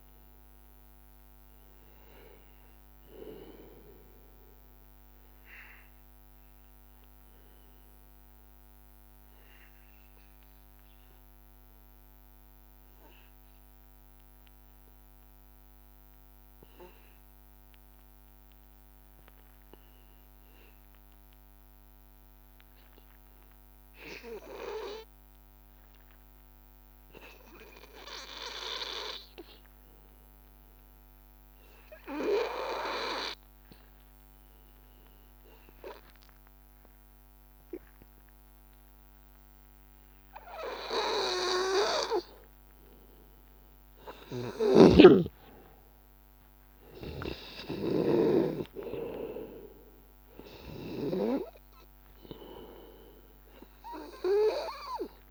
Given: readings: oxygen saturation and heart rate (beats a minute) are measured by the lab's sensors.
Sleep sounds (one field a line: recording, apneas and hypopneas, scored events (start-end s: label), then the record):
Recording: breathing in sleep by a microphone on the trachea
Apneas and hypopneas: 1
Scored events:
0.00-8.50 s: oxygen desaturation (device-marked, oxygen 90% lowest, heart rate 83 extreme)
1.50-39.50 s: obstructive apnea (oxygen 95% before, 91% lowest, heart rate 87 before, 83 extreme, up 1 after)
41.50-55.31 s: oxygen desaturation (device-marked, oxygen 97% before, 92% lowest, heart rate 83 before, 83 extreme)
46.50-51.50 s: arousal
From the record:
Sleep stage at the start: N2 (light sleep)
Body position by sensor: on the back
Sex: male